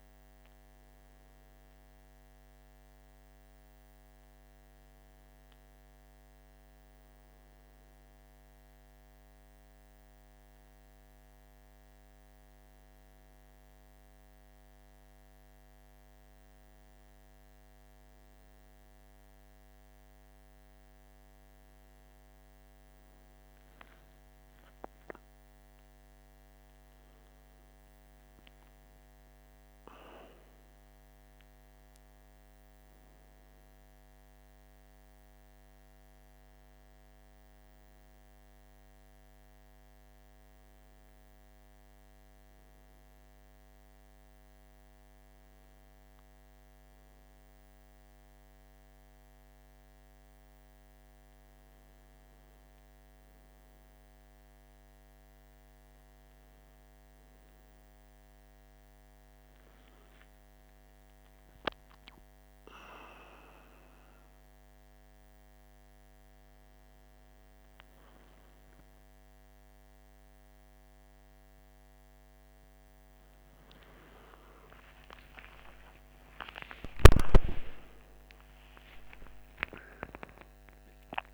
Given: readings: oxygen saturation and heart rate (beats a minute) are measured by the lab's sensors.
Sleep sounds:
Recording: a person awake in a sleep study, by a microphone on the trachea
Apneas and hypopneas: none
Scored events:
none scored
From the record:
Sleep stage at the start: awake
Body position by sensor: on the back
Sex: male

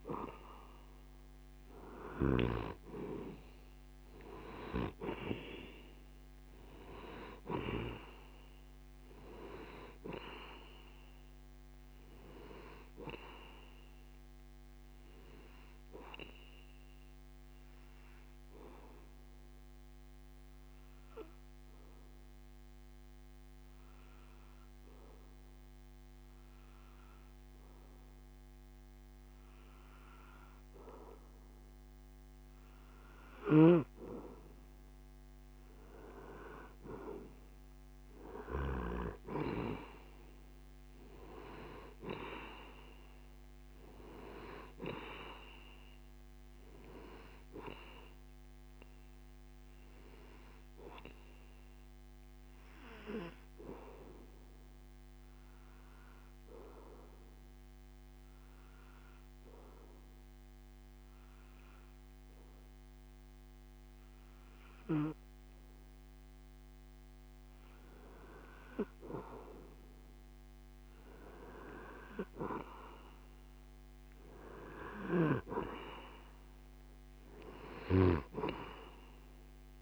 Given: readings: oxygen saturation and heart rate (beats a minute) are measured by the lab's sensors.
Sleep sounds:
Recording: breathing in sleep by a microphone on the trachea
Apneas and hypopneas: 2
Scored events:
17.00-32.00 s: obstructive apnea (oxygen 97% before, 92% lowest)
36.00-39.50 s: arousal
54.50-66.00 s: obstructive apnea (oxygen 96% before, 92% lowest)
69.00-73.00 s: arousal
From the record:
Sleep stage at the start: N2 (light sleep)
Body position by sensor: on the back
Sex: male

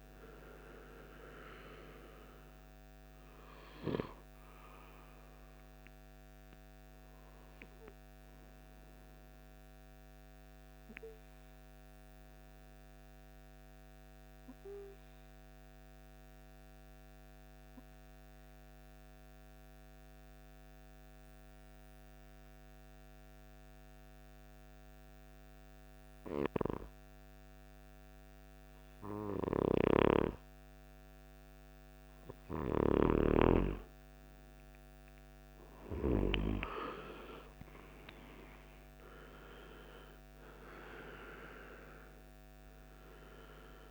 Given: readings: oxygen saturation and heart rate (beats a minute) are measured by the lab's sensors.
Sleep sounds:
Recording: breathing in sleep by a microphone on the trachea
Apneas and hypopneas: 1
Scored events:
0.00-19.50 s: oxygen desaturation (device-marked, oxygen 91% lowest, heart rate 52 extreme)
8.00-28.00 s: obstructive apnea (oxygen 99% before, 91% lowest, heart rate 61 before, 52 extreme, up 7 after)
33.50-43.90 s: oxygen desaturation (device-marked, oxygen 98% before, 92% lowest, heart rate 53 before, 53 extreme)
34.00-39.00 s: arousal
From the record:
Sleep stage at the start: N2 (light sleep)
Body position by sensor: on the right side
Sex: male

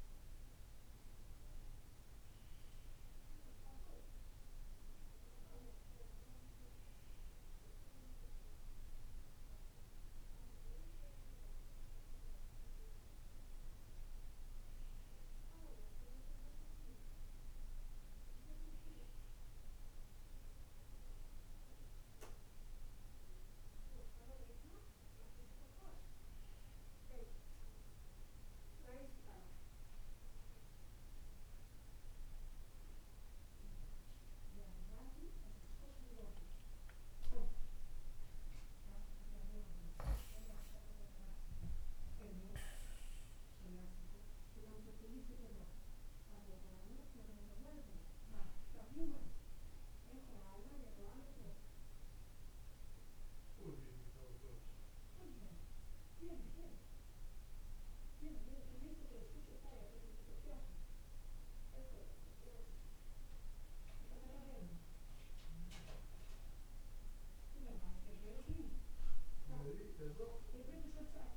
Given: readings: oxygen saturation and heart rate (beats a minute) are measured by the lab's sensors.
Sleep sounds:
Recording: a person awake in a sleep study, by a room microphone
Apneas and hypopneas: none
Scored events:
48.50-71.37 s: new sleep stage, N1 (lightest sleep)
From the record:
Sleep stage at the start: awake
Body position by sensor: on the right side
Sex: male

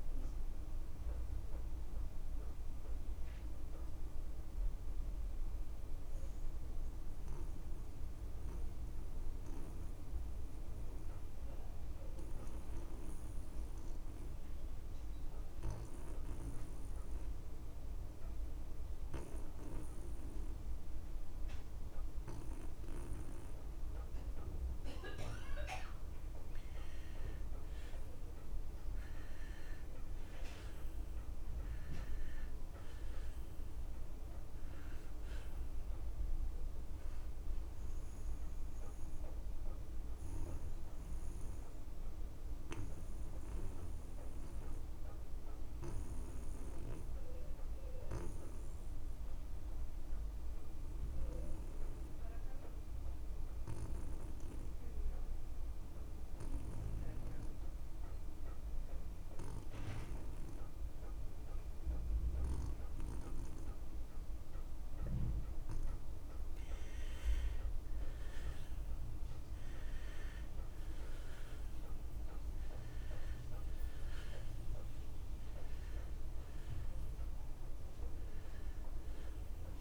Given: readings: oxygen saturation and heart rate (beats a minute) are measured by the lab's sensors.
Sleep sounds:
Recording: breathing in sleep by a room microphone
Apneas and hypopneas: 2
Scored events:
0.00-29.50 s: oxygen desaturation (device-marked, oxygen 87% lowest)
3.50-27.00 s: mixed apnea (oxygen 95% before, 87% lowest)
24.00-26.00 s: long interval between heartbeats (device-marked)
29.50-34.00 s: arousal
39.50-64.50 s: mixed apnea (oxygen 97% before, 83% lowest)
41.50-60.50 s: oxygen desaturation (device-marked, oxygen 97% before, 87% lowest)
66.00-68.00 s: long interval between heartbeats (device-marked)
67.00-71.00 s: arousal
67.50-79.81 s: oxygen desaturation (device-marked, oxygen 96% before, 83% lowest)
From the record:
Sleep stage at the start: N2 (light sleep)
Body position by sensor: on the back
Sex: male

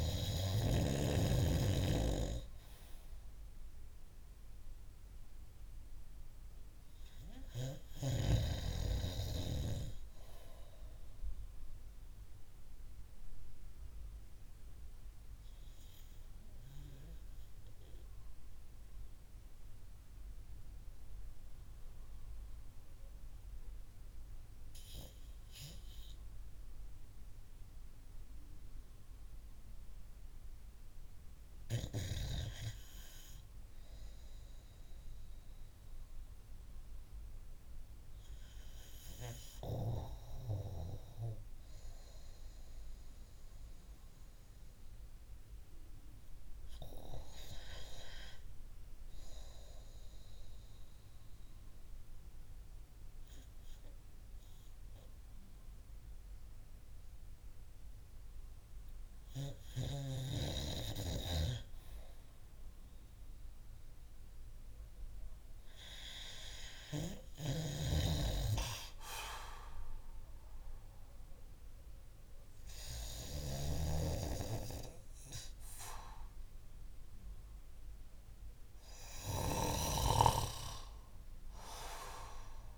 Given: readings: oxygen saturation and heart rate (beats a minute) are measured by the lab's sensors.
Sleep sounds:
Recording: breathing in sleep by a room microphone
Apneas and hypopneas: 1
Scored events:
12.50-31.00 s: obstructive apnea (oxygen 95% before, 92% lowest)
33.00-37.00 s: arousal
47.50-69.50 s: oxygen desaturation (device-marked, oxygen 96% before, 92% lowest)
66.50-79.00 s: snoring (device-marked)
From the record:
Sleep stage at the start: N2 (light sleep)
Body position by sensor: on the back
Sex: male

